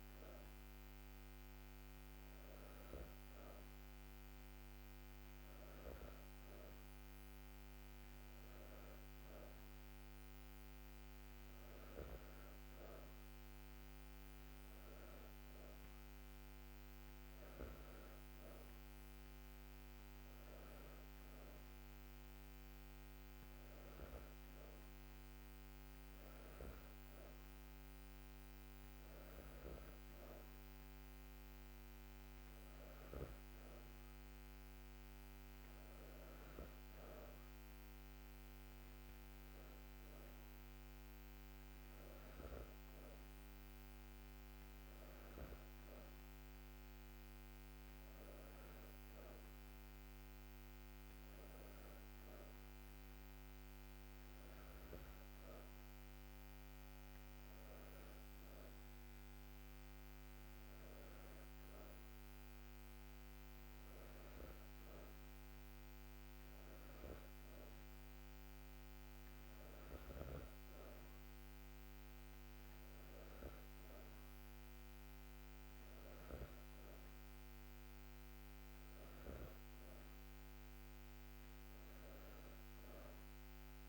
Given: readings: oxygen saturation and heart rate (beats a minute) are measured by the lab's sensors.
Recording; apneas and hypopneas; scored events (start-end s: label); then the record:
breathing in sleep, hard to hear, by a microphone on the trachea; none
none scored
From the record:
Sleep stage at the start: N2 (light sleep); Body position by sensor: on the back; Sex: female